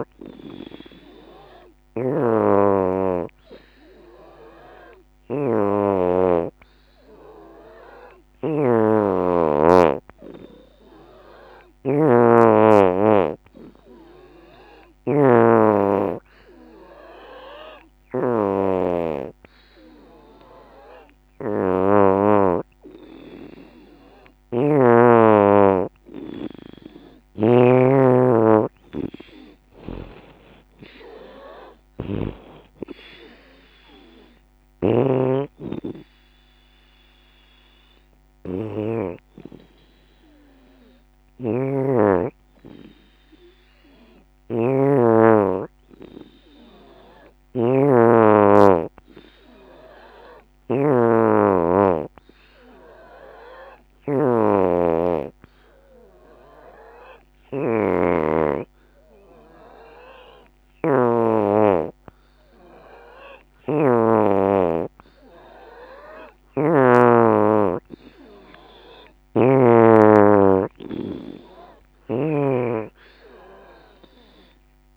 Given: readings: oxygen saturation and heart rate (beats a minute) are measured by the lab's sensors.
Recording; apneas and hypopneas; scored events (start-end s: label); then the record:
breathing in sleep by a microphone on the trachea; 2
0.00-2.00 s: arousal
0.00-30.00 s: oxygen desaturation (device-marked, oxygen 82% lowest, heart rate 68 extreme)
3.50-24.00 s: hypopnea (oxygen 92% before, 81% lowest, heart rate 77 before, 68 extreme, up 12 after)
27.00-39.00 s: drop in pulse transit time (device-marked, heart rate 79 before, 82 extreme)
29.50-34.00 s: arousal
48.00-63.50 s: hypopnea (oxygen 89% before, 80% lowest, heart rate 81 before, 72 extreme, up 6 after)
54.00-74.97 s: oxygen desaturation (device-marked, oxygen 92% before, 81% lowest, heart rate 79 before, 69 extreme)
66.50-70.50 s: arousal
From the record:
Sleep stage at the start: N2 (light sleep); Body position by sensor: on the back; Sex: female